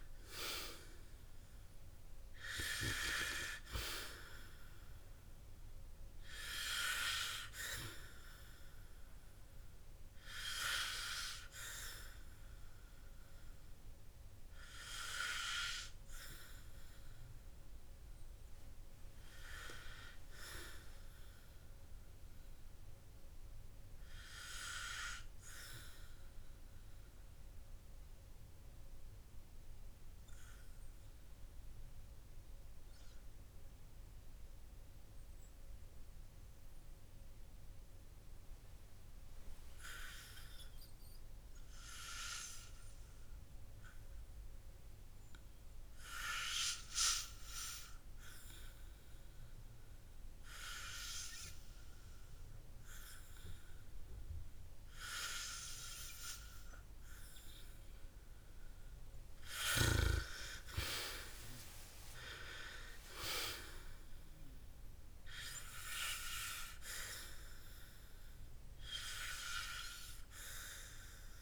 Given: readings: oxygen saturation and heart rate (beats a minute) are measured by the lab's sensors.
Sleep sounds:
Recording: breathing in sleep by a room microphone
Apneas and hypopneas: 1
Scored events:
26.50-43.50 s: oxygen desaturation (device-marked, oxygen 98% before, 92% lowest, heart rate 53 before, 51 extreme)
28.00-45.50 s: obstructive apnea (oxygen 98% before, 89% lowest, heart rate 53 before, 51 extreme, up 15 after)
47.00-50.00 s: arousal
61.50-65.00 s: arousal
67.50-68.50 s: oxygen desaturation (device-marked, oxygen 99% before, 89% lowest, heart rate 72 before, 48 extreme)
From the record:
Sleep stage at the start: N2 (light sleep)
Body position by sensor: on the back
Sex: male

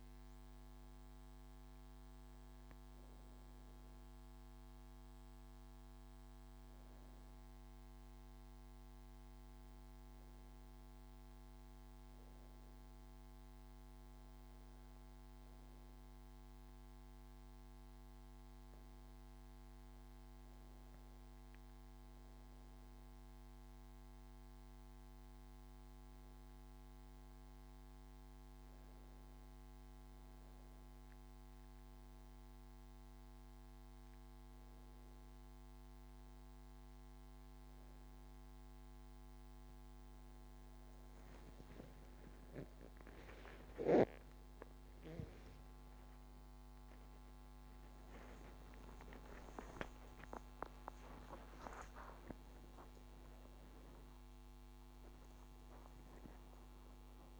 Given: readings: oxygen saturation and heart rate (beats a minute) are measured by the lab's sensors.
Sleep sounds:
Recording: a person awake in a sleep study, by a microphone on the trachea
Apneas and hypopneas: none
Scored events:
44.50-46.50 s: long interval between heartbeats (device-marked, heart rate 97 before, 105 extreme)
49.50-51.50 s: long interval between heartbeats (device-marked, heart rate 98 before, 96 extreme)
53.50-55.50 s: long interval between heartbeats (device-marked, heart rate 99 before, 107 extreme)
From the record:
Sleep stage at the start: awake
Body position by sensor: upright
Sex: female

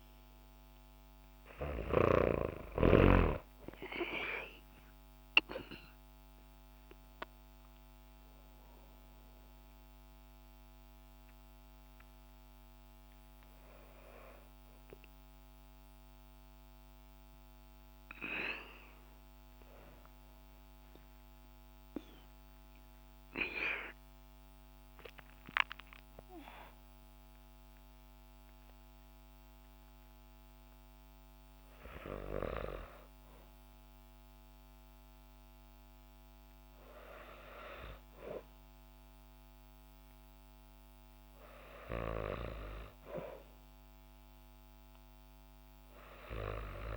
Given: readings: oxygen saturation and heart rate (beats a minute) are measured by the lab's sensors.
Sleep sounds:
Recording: breathing in sleep by a microphone on the trachea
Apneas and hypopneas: none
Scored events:
0.00-2.00 s: snoring (device-marked)
23.00-27.50 s: arousal
From the record:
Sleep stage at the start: N2 (light sleep)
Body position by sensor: on the back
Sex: female

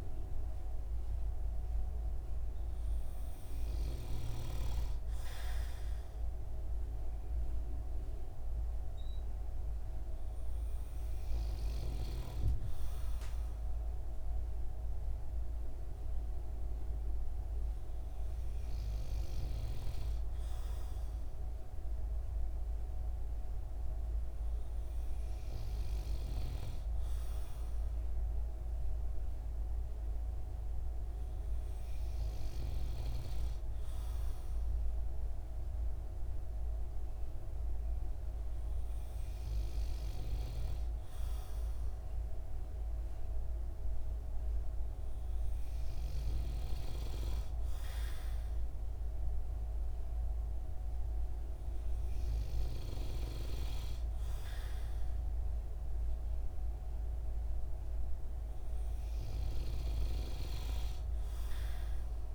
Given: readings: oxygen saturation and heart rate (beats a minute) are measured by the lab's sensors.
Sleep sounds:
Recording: breathing in sleep by a room microphone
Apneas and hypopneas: none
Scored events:
none scored
From the record:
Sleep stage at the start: N2 (light sleep)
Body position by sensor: on the right side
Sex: male

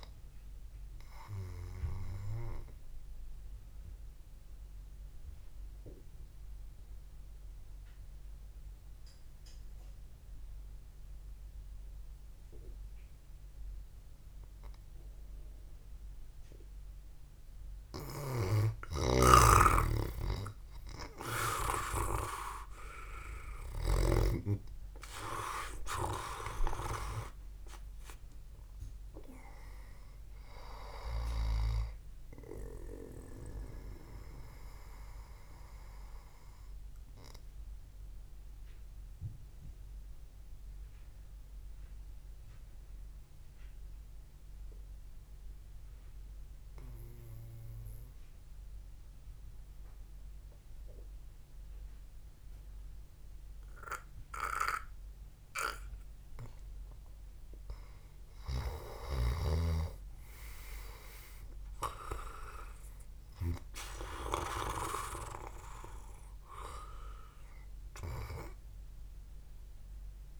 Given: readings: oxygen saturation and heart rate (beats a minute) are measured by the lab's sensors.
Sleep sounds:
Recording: breathing in sleep by a room microphone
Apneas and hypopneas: 2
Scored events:
3.00-18.00 s: obstructive apnea (oxygen 97% before, 93% lowest, heart rate 77 before, 69 extreme, up 7 after)
19.50-25.00 s: snoring (device-marked)
22.00-26.50 s: arousal
38.00-58.00 s: mixed apnea (oxygen 97% before, 92% lowest, heart rate 78 before, 70 extreme, up 9 after)
58.00-70.40 s: oxygen desaturation (device-marked, oxygen 99% before, 92% lowest, heart rate 72 before, 70 extreme)
59.50-63.00 s: arousal
From the record:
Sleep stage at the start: N2 (light sleep)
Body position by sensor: on the back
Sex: male

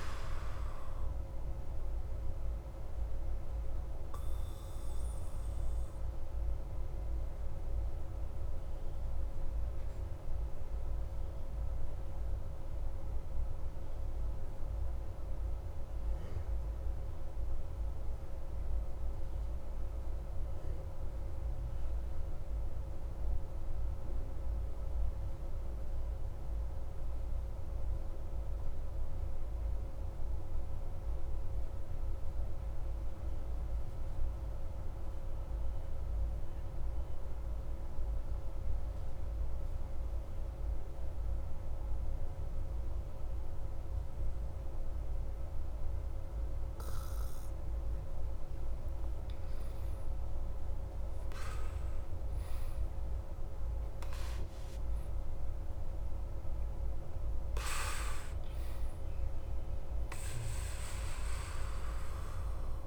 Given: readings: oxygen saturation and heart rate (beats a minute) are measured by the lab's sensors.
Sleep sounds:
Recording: breathing in sleep, hard to hear, by a room microphone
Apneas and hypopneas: 1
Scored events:
0.00-19.00 s: oxygen desaturation (device-marked, oxygen 89% lowest, heart rate 34 extreme)
1.50-46.50 s: obstructive apnea (oxygen 97% before, 89% lowest, heart rate 45 before, 28 extreme, up 12 after)
39.00-62.87 s: oxygen desaturation (device-marked, oxygen 97% before, 89% lowest, heart rate 41 before, 28 extreme)
48.00-51.50 s: arousal
From the record:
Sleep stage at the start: N2 (light sleep)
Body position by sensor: on the back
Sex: male

